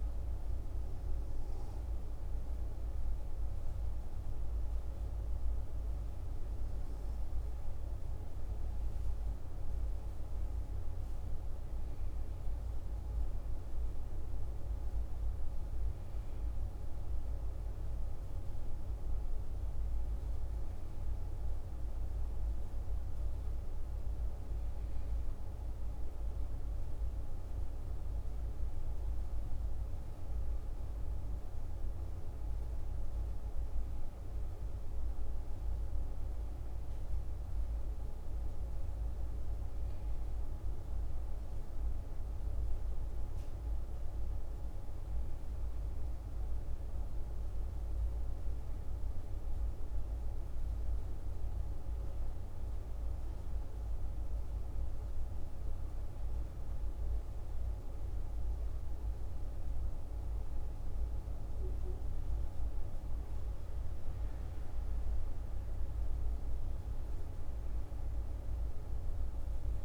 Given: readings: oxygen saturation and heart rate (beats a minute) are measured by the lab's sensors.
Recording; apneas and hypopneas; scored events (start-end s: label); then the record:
breathing in sleep, hard to hear, by a room microphone; none
19.00-22.50 s: arousal
From the record:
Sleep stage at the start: N1 (lightest sleep); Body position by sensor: on the back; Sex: male